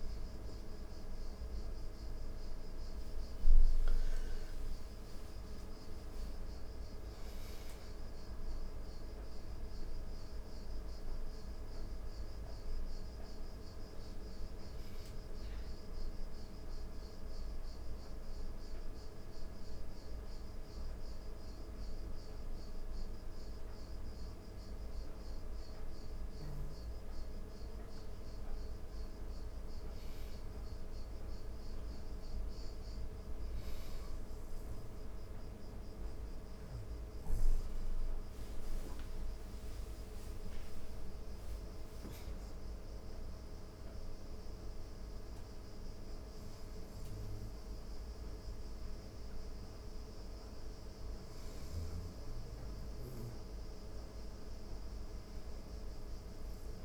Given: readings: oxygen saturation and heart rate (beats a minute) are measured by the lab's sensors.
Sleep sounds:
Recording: breathing in sleep, hard to hear, by a room microphone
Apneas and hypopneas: 1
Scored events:
0.00-10.50 s: oxygen desaturation (device-marked, oxygen 92% lowest, heart rate 86 extreme)
5.50-56.85 s: new sleep stage, N2 (light sleep)
19.50-29.50 s: hypopnea (oxygen 96% before, 91% lowest, heart rate 92 before, 86 extreme, up 2 after)
32.50-47.50 s: oxygen desaturation (device-marked, oxygen 97% before, 91% lowest, heart rate 89 before, 89 extreme)
34.50-39.50 s: arousal
From the record:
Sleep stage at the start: N1 (lightest sleep)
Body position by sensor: on the back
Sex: female

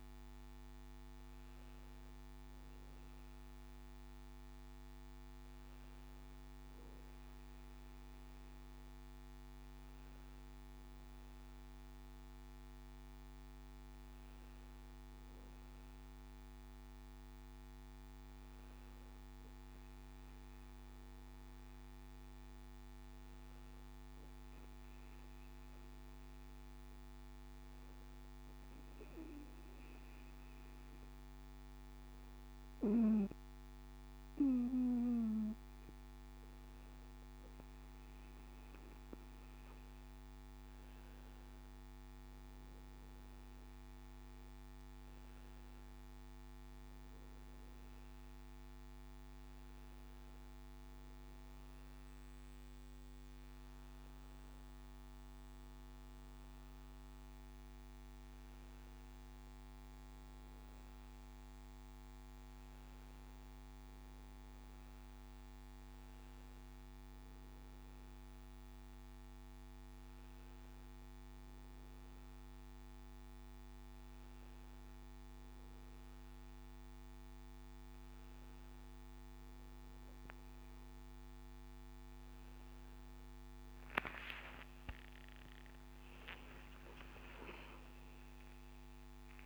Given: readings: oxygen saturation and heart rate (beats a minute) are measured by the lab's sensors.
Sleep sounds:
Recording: breathing in sleep, hard to hear, by a microphone on the trachea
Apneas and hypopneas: none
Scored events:
10.00-40.00 s: new sleep stage, N2 (light sleep)
40.00-89.45 s: new sleep stage, N1 (lightest sleep)
85.00-89.45 s: arousal
From the record:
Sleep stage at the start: N1 (lightest sleep)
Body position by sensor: on the back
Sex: male

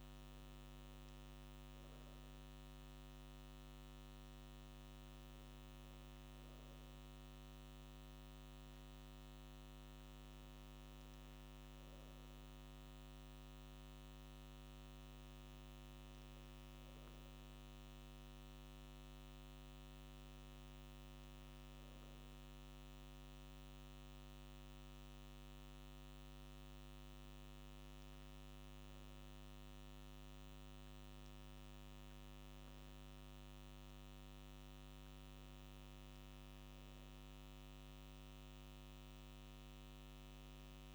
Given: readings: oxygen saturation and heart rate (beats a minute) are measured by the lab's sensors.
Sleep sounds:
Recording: a person awake in a sleep study, hard to hear, by a microphone on the trachea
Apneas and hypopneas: none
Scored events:
none scored
From the record:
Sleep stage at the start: awake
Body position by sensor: on the right side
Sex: male

